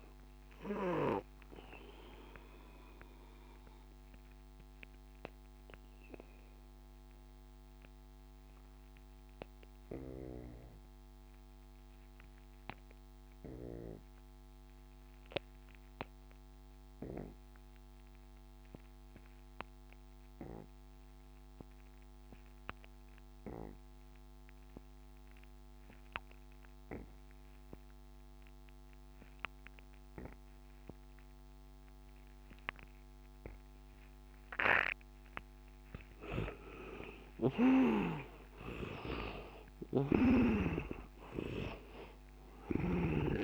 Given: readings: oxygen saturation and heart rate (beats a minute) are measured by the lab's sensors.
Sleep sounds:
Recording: breathing in sleep by a microphone on the trachea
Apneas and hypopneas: 1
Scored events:
0.00-18.50 s: oxygen desaturation (device-marked, oxygen 80% lowest, heart rate 82 extreme)
0.50-34.00 s: obstructive apnea (oxygen 99% before, 77% lowest, heart rate 90 before, 82 extreme, up 11 after)
24.50-43.44 s: oxygen desaturation (device-marked, oxygen 97% before, 77% lowest, heart rate 87 before, 81 extreme)
36.50-41.50 s: arousal
40.00-43.44 s: snoring (device-marked)
From the record:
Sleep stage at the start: N2 (light sleep)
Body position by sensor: on the back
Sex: male

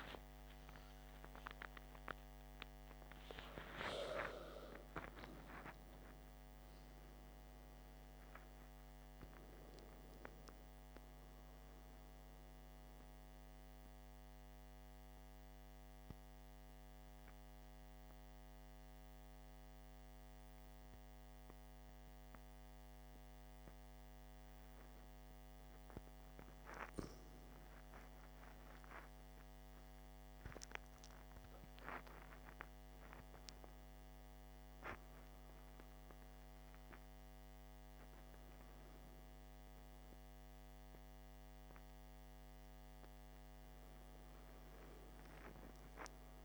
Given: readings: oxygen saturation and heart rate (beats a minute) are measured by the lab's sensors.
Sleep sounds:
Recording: breathing in sleep by a microphone on the trachea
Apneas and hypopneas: 1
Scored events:
0.00-3.00 s: arousal
0.00-4.00 s: tachycardia (device-marked, heart rate 148 extreme)
16.00-26.00 s: obstructive apnea (oxygen 97% before, 95% lowest, heart rate 91 before, 55 extreme, up 10 after)
31.50-35.50 s: arousal
From the record:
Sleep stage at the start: N2 (light sleep)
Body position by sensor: on the back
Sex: male

